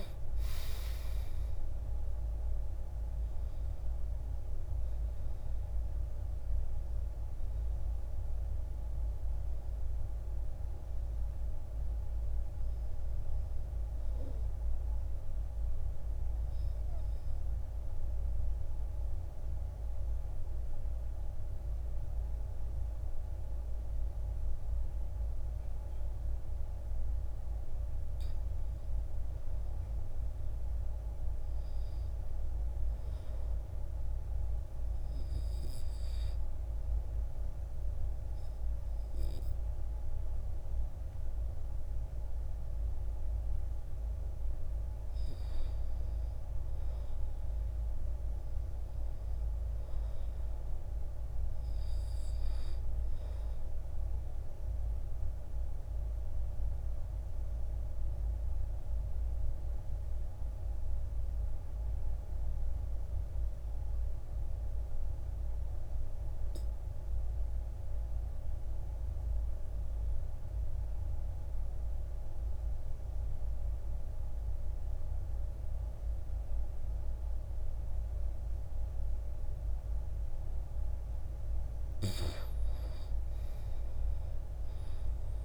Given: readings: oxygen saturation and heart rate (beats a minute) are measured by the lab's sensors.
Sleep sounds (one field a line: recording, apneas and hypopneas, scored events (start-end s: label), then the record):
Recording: breathing in sleep, hard to hear, by a room microphone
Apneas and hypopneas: 2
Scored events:
4.00-23.00 s: oxygen desaturation (device-marked, oxygen 95% before, 90% lowest, heart rate 62 before, 58 extreme)
14.50-28.50 s: obstructive apnea (oxygen 96% before, 89% lowest, heart rate 65 before, 58 extreme, up 5 after)
30.50-34.00 s: arousal
41.00-52.00 s: oxygen desaturation (device-marked, oxygen 98% before, 93% lowest, heart rate 61 before, 58 extreme)
55.50-80.00 s: obstructive apnea (oxygen 99% before, 80% lowest, heart rate 62 before, 57 extreme, up 8 after)
61.00-70.00 s: oxygen desaturation (device-marked, oxygen 95% before, 92% lowest, heart rate 62 before, 59 extreme)
79.00-85.45 s: oxygen desaturation (device-marked, oxygen 96% before, 80% lowest, heart rate 61 before, 46 extreme)
83.50-85.45 s: arousal
From the record:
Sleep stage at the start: N2 (light sleep)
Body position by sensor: on the back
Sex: male